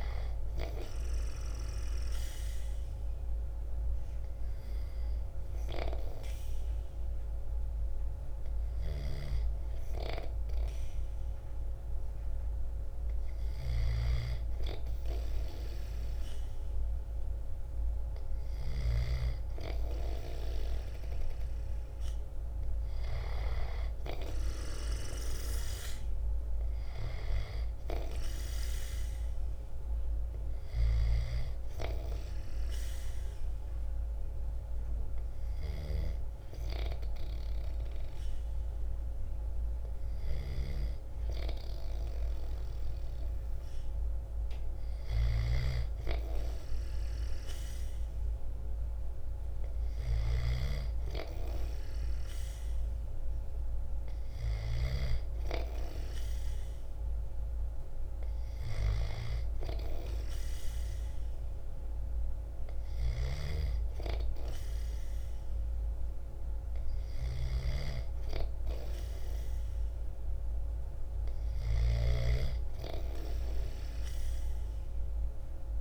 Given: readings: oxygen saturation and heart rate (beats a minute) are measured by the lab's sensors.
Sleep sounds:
breathing in sleep by a room microphone; 2
0.00-10.00 s: drop in pulse transit time (device-marked, heart rate 56 before, 56 extreme)
1.50-14.50 s: hypopnea (oxygen 94% before, 90% lowest, heart rate 56 before, 54 extreme, up 0 after)
8.00-18.50 s: snoring (device-marked)
17.50-20.00 s: arousal
30.00-45.00 s: hypopnea (oxygen 96% before, 90% lowest, heart rate 55 before, 54 extreme, up 1 after)
30.00-54.50 s: snoring (device-marked)
35.00-55.00 s: oxygen desaturation (device-marked, oxygen 94% before, 90% lowest, heart rate 56 before, 54 extreme)
47.00-50.00 s: arousal
62.00-75.81 s: snoring (device-marked)
From the record:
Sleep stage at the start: N2 (light sleep); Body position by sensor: on the back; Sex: male

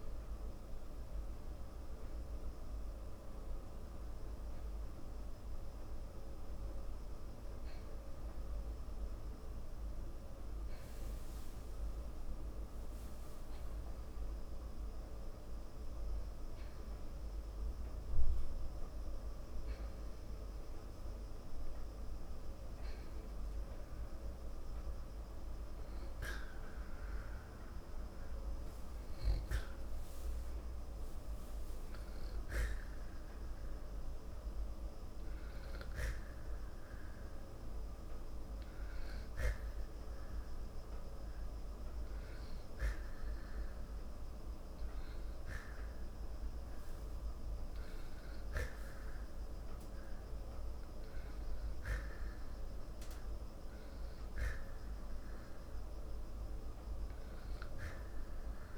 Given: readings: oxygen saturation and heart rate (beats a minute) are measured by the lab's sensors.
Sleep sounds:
breathing in sleep, hard to hear, by a room microphone; none
0.00-3.50 s: oxygen desaturation (device-marked, oxygen 92% lowest, heart rate 54 extreme)
From the record:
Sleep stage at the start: N2 (light sleep); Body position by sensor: on the back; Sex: male

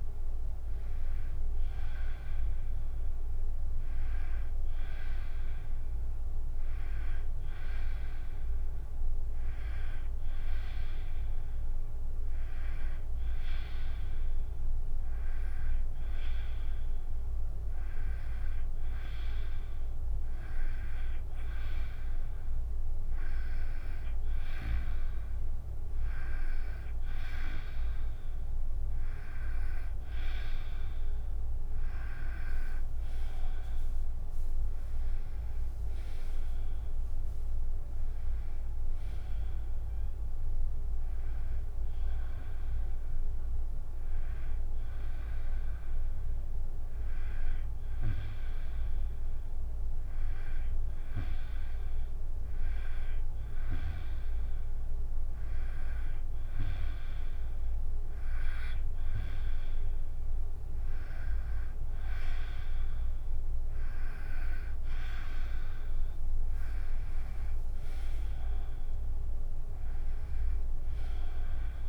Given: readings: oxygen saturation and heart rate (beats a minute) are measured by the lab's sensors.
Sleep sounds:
breathing in sleep by a room microphone; none
31.00-44.00 s: drop in pulse transit time (device-marked, heart rate 71 before, 72 extreme)
60.00-71.89 s: oxygen desaturation (device-marked, oxygen 95% before, 91% lowest, heart rate 71 before, 64 extreme)
67.00-71.00 s: arousal
From the record:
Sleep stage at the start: N2 (light sleep); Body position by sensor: on the back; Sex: female

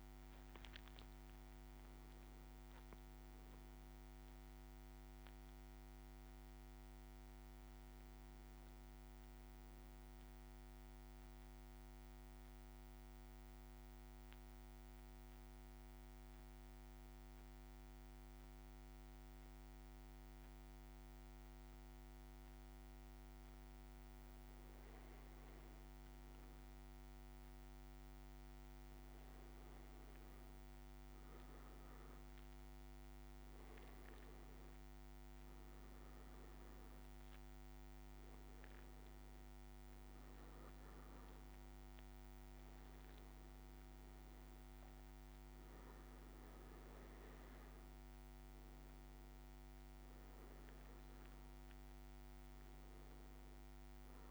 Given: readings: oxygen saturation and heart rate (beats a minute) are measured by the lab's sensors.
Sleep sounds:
breathing in sleep, hard to hear, by a microphone on the trachea; 1
10.50-24.50 s: central apnea (oxygen 99% before, 95% lowest, heart rate 60 before, 58 extreme, up 3 after)
27.00-31.00 s: arousal
32.50-49.50 s: oxygen desaturation (device-marked, oxygen 98% before, 95% lowest, heart rate 59 before, 56 extreme)
From the record:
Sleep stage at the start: N2 (light sleep); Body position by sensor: on the back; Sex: male

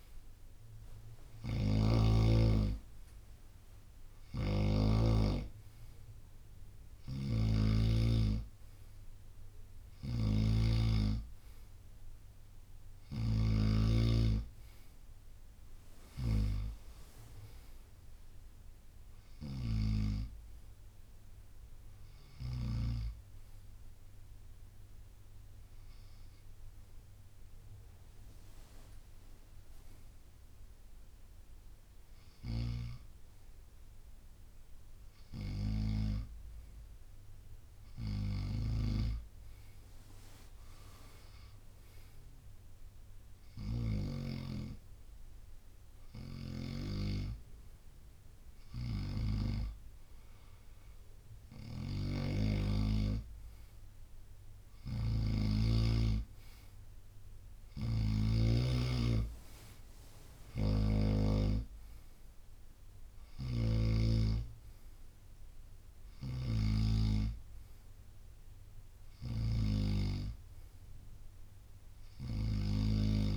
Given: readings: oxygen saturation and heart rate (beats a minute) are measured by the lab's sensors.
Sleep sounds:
breathing in sleep by a room microphone; none
1.00-7.50 s: snoring (device-marked)
9.50-13.50 s: snoring (device-marked)
16.50-18.50 s: long interval between heartbeats (device-marked, heart rate 68 before, 70 extreme)
35.00-44.00 s: snoring (device-marked)
51.50-58.00 s: snoring (device-marked)
60.00-73.37 s: snoring (device-marked)
From the record:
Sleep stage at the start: N2 (light sleep); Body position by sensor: on the right side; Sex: male

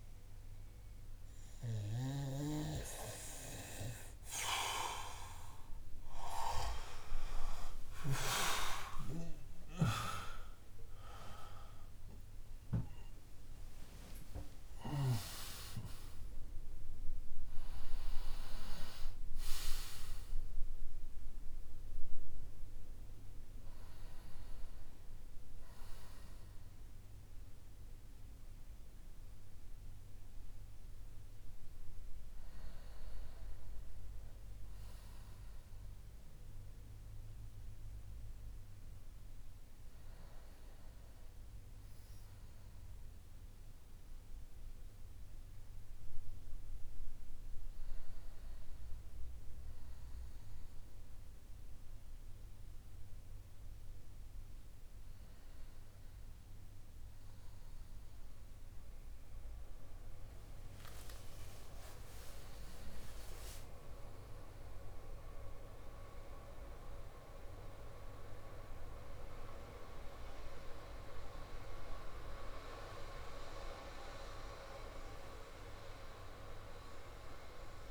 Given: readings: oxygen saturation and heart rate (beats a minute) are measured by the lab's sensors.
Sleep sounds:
a person partly awake in a sleep study, by a room microphone; none
0.00-22.50 s: oxygen desaturation (device-marked, oxygen 87% lowest)
1.00-7.50 s: snoring (device-marked)
6.50-14.00 s: arousal
20.50-50.50 s: new sleep stage, N1 (lightest sleep)
50.50-77.91 s: new sleep stage, awake
From the record:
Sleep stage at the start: REM sleep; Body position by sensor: on the back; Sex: male

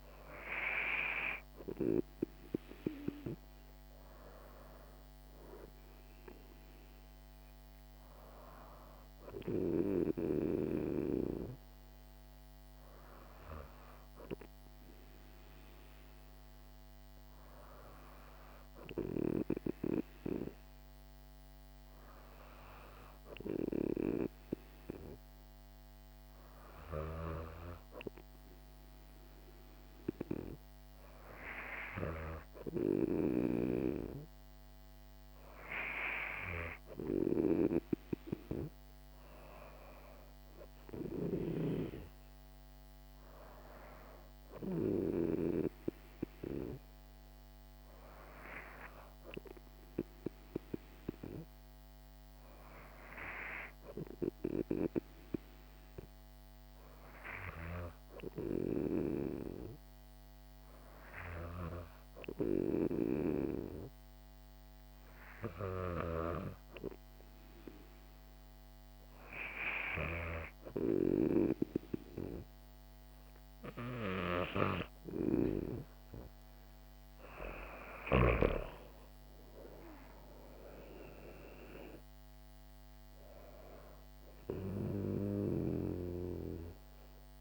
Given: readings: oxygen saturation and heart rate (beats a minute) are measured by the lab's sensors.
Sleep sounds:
breathing in sleep by a microphone on the trachea; 1
14.00-28.50 s: hypopnea (oxygen 97% before, 94% lowest, heart rate 62 before, 57 extreme, up 5 after)
30.50-34.00 s: arousal
79.00-83.00 s: arousal
From the record:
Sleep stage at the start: N2 (light sleep); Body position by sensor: on the back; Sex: female

